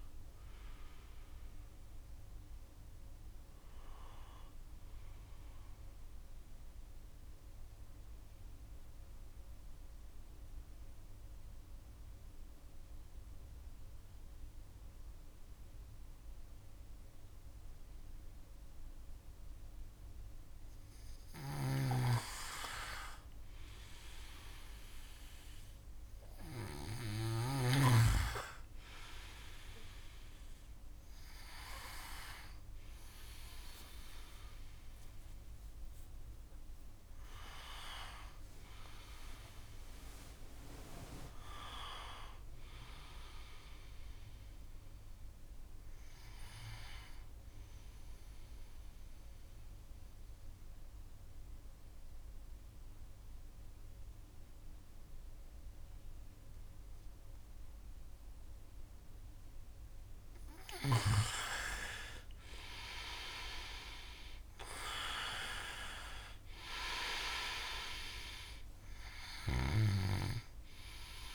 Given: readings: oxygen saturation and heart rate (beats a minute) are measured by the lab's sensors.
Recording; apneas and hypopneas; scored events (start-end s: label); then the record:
breathing in sleep by a room microphone; 2
0.00-11.50 s: oxygen desaturation (device-marked, oxygen 87% lowest, heart rate 63 extreme)
6.50-20.50 s: central apnea (oxygen 95% before, 87% lowest, heart rate 69 before, 63 extreme, up 4 after)
21.00-27.50 s: snoring (device-marked)
22.50-26.00 s: arousal
30.50-44.50 s: oxygen desaturation (device-marked, oxygen 98% before, 89% lowest, heart rate 64 before, 63 extreme)
34.50-36.50 s: long interval between heartbeats (device-marked, heart rate 66 before, 87 extreme)
41.50-45.00 s: arousal
48.00-60.00 s: mixed apnea (oxygen 98% before, 87% lowest, heart rate 79 before, 63 extreme, up 6 after)
61.50-65.50 s: arousal
61.50-71.35 s: oxygen desaturation (device-marked, oxygen 95% before, 87% lowest, heart rate 69 before, 62 extreme)
From the record:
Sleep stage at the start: N2 (light sleep); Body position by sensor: on the right side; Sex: male